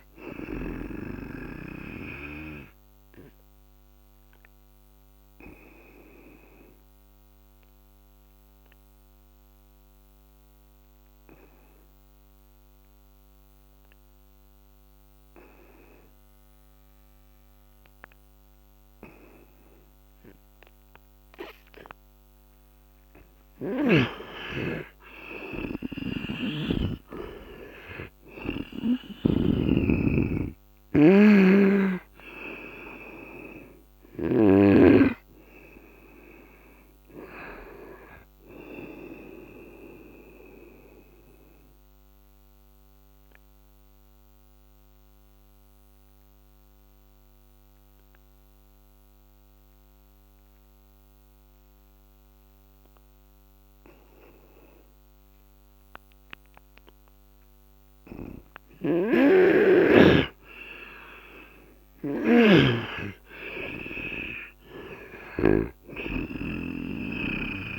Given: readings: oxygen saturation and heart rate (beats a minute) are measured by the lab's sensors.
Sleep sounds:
breathing in sleep by a microphone on the trachea; 2
2.00-23.00 s: obstructive apnea (oxygen 97% before, 89% lowest, heart rate 70 before, 69 extreme, up 8 after)
10.50-25.50 s: oxygen desaturation (device-marked, oxygen 97% before, 91% lowest, heart rate 71 before, 69 extreme)
24.50-28.50 s: arousal
25.50-29.00 s: snoring (device-marked)
40.50-60.00 s: obstructive apnea (oxygen 96% before, 89% lowest, heart rate 77 before, 66 extreme, up 14 after)
40.50-63.50 s: oxygen desaturation (device-marked, oxygen 94% before, 89% lowest, heart rate 77 before, 66 extreme)
58.50-65.00 s: snoring (device-marked)
61.00-64.50 s: arousal
From the record:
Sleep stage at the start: N2 (light sleep); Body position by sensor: on the right side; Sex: male

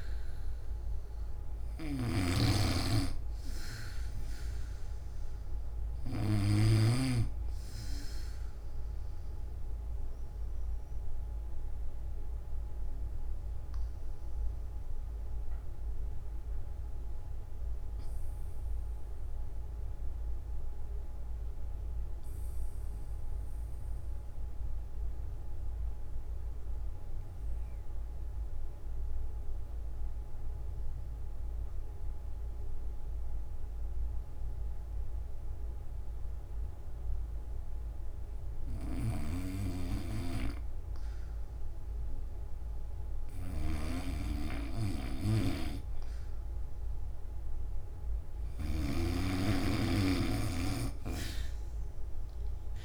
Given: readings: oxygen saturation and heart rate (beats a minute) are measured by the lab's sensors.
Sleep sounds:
breathing in sleep by a room microphone; 1
0.00-19.00 s: oxygen desaturation (device-marked, oxygen 81% lowest)
1.50-6.50 s: snoring (device-marked)
8.00-48.50 s: obstructive apnea (oxygen 99% before, 77% lowest)
34.00-52.85 s: oxygen desaturation (device-marked, oxygen 98% before, 77% lowest)
38.50-52.85 s: snoring (device-marked)
From the record:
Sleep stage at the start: N3 (deep sleep); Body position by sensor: on the back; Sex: male

